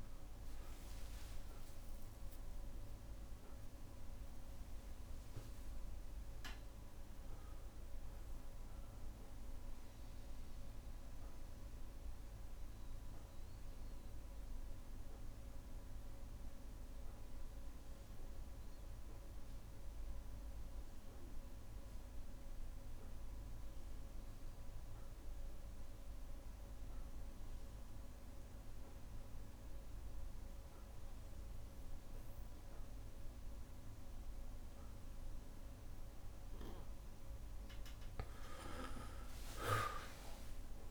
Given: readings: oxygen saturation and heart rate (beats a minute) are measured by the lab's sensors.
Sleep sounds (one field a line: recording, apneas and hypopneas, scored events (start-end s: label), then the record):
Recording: breathing in sleep, hard to hear, by a room microphone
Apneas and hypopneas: 1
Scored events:
0.00-15.00 s: oxygen desaturation (device-marked, oxygen 93% lowest, heart rate 54 extreme)
1.00-6.00 s: tachycardia (device-marked, heart rate 63 before, 129 extreme)
2.00-4.00 s: long interval between heartbeats (device-marked, heart rate 68 before, 95 extreme)
5.00-7.00 s: long interval between heartbeats (device-marked, heart rate 73 before, 129 extreme)
11.50-35.50 s: obstructive apnea (oxygen 99% before, 92% lowest, heart rate 89 before, 59 extreme, up 4 after)
35.00-40.91 s: oxygen desaturation (device-marked, oxygen 99% before, 92% lowest, heart rate 61 before, 59 extreme)
38.00-40.91 s: arousal
From the record:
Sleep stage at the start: N2 (light sleep)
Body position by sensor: on the back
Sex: male